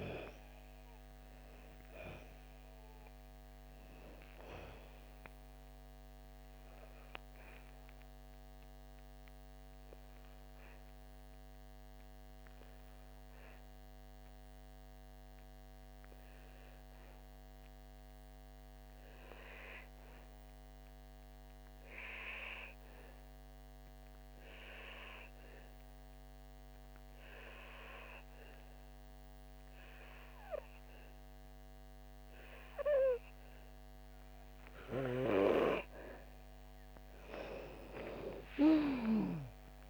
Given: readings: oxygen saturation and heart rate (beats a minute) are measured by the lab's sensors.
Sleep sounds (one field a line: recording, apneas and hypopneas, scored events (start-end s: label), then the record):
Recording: breathing in sleep by a microphone on the trachea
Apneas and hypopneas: 1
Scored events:
0.00-31.00 s: oxygen desaturation (device-marked, oxygen 88% lowest, heart rate 53 extreme)
7.00-35.50 s: obstructive apnea (oxygen 97% before, 88% lowest, heart rate 68 before, 53 extreme, up 7 after)
37.00-39.90 s: arousal
From the record:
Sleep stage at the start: N2 (light sleep)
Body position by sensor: on the back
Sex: female